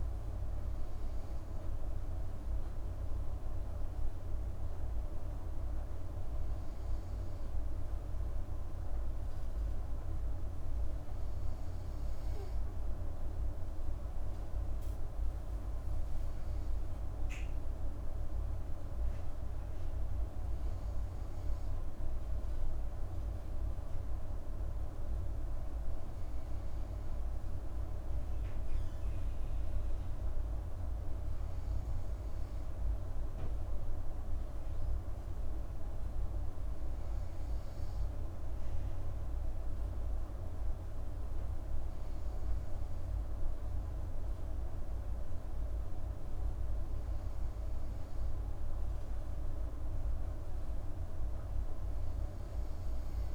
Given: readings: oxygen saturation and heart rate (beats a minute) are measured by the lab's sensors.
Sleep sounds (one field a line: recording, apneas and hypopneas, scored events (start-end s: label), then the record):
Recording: breathing in sleep, hard to hear, by a room microphone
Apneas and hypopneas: none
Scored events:
none scored
From the record:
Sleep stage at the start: N2 (light sleep)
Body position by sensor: on the right side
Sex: female